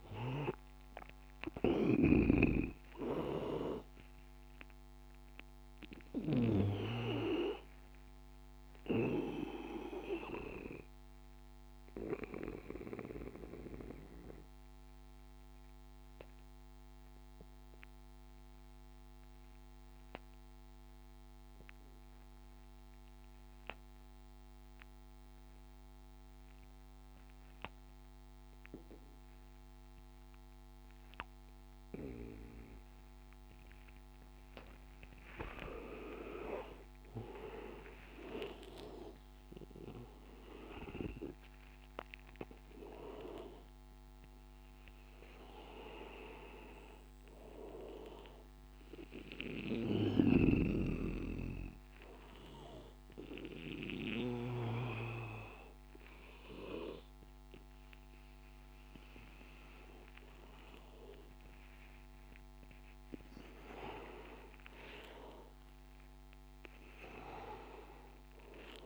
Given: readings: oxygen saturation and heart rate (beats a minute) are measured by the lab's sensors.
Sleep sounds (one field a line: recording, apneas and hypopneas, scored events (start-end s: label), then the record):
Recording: breathing in sleep by a microphone on the trachea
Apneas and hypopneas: 2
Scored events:
0.00-6.50 s: snoring (device-marked)
0.00-18.00 s: oxygen desaturation (device-marked, oxygen 80% lowest, heart rate 77 extreme)
6.50-36.00 s: obstructive apnea (oxygen 99% before, 80% lowest, heart rate 87 before, 77 extreme, up 12 after)
31.00-61.00 s: oxygen desaturation (device-marked, oxygen 100% before, 84% lowest, heart rate 81 before, 82 extreme)
38.00-42.00 s: arousal
49.00-61.50 s: hypopnea (oxygen 100% before, 84% lowest, heart rate 85 before, 86 extreme, up 14 after)
50.00-54.50 s: snoring (device-marked)
64.00-68.00 s: arousal
From the record:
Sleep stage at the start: N2 (light sleep)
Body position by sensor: on the back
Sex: male